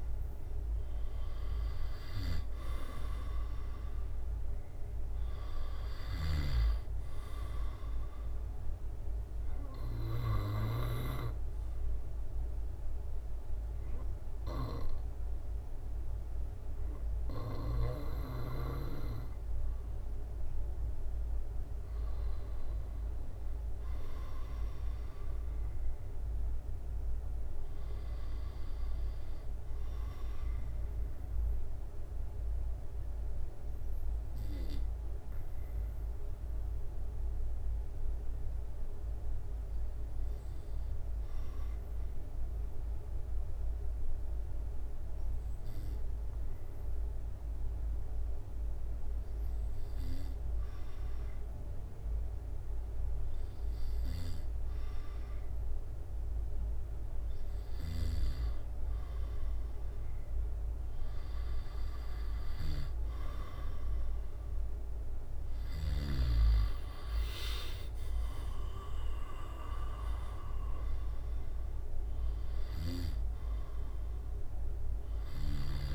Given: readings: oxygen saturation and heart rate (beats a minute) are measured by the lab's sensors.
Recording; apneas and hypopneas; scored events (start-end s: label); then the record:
breathing in sleep by a room microphone; 1
0.00-8.50 s: drop in pulse transit time (device-marked, heart rate 66 extreme)
10.00-18.00 s: snoring (device-marked)
22.50-26.50 s: arousal
31.00-54.00 s: obstructive apnea (oxygen 97% before, 94% lowest, heart rate 67 before, 67 extreme, up 4 after)
61.00-66.00 s: arousal
65.50-75.95 s: drop in pulse transit time (device-marked, heart rate 70 before, 68 extreme)
From the record:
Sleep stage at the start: N2 (light sleep); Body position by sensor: on the back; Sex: male